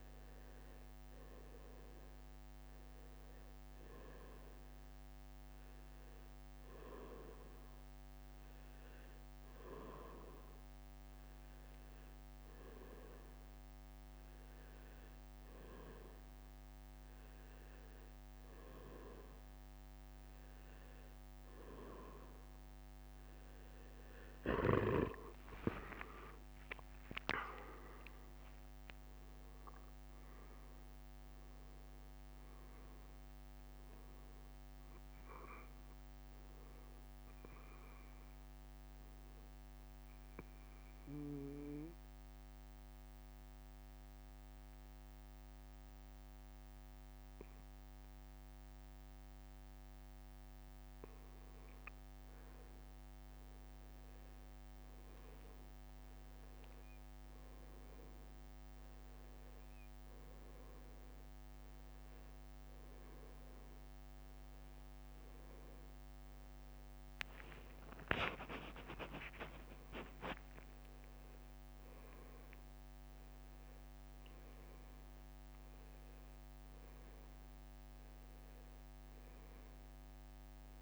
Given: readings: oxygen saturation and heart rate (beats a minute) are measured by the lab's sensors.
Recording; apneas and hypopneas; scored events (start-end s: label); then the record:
breathing in sleep by a microphone on the trachea; none
0.00-2.00 s: leg movement (device-marked)
0.00-11.00 s: drop in pulse transit time (device-marked, heart rate 66 extreme)
24.50-28.50 s: arousal
27.00-41.00 s: drop in pulse transit time (device-marked, heart rate 68 before, 66 extreme)
57.50-59.50 s: long interval between heartbeats (device-marked, heart rate 67 before, 79 extreme)
68.50-72.50 s: arousal
74.00-77.50 s: leg movement (device-marked)
From the record:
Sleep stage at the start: N2 (light sleep); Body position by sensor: on the back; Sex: male